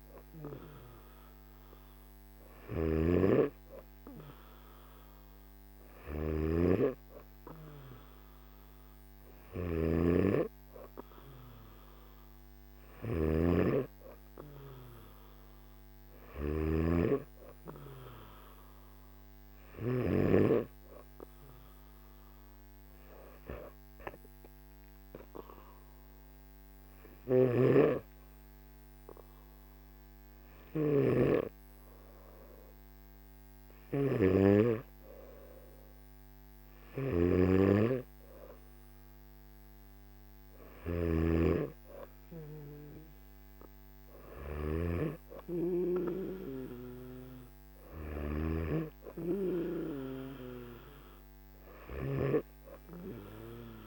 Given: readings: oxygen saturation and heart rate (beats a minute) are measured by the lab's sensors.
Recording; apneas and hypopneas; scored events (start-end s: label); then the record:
breathing in sleep by a microphone on the trachea; none
0.00-16.50 s: snoring (device-marked)
27.00-53.87 s: snoring (device-marked)
From the record:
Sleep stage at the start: N1 (lightest sleep); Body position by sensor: on the back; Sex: male